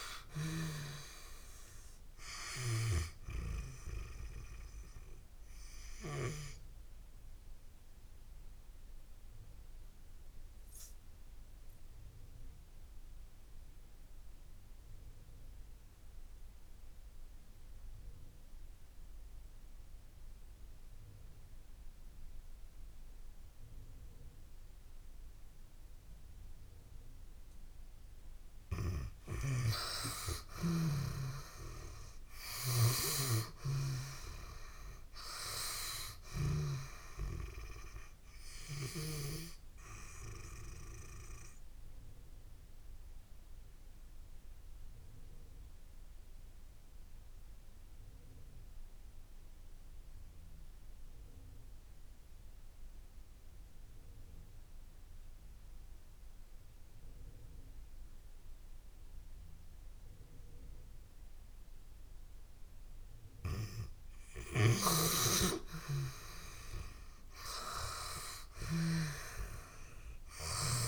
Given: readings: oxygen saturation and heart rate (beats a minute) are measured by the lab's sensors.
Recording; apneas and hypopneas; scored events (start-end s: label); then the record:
breathing in sleep by a room microphone; 2
0.00-27.00 s: oxygen desaturation (device-marked, oxygen 79% lowest)
5.00-27.50 s: obstructive apnea (oxygen 94% before, 79% lowest)
29.50-33.00 s: arousal
39.50-63.50 s: obstructive apnea (oxygen 97% before, 87% lowest)
46.00-59.00 s: oxygen desaturation (device-marked, oxygen 95% before, 87% lowest)
65.50-69.50 s: arousal
From the record:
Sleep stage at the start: N2 (light sleep); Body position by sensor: on the back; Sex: female